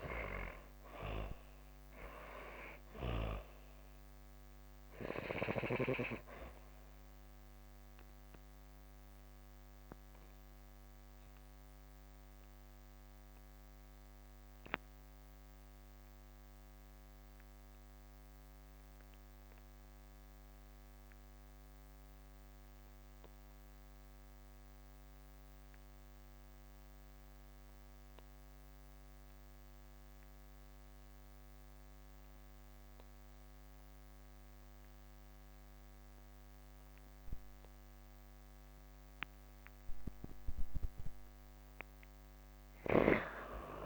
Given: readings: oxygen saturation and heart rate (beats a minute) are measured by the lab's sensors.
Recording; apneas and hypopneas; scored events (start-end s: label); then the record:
breathing in sleep by a microphone on the trachea; 1
0.00-19.50 s: oxygen desaturation (device-marked, oxygen 86% lowest)
10.00-39.50 s: mixed apnea (oxygen 99% before, 81% lowest)
32.50-43.86 s: oxygen desaturation (device-marked, oxygen 99% before, 81% lowest)
42.00-43.86 s: arousal
From the record:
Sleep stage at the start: N2 (light sleep); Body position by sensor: on the back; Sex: female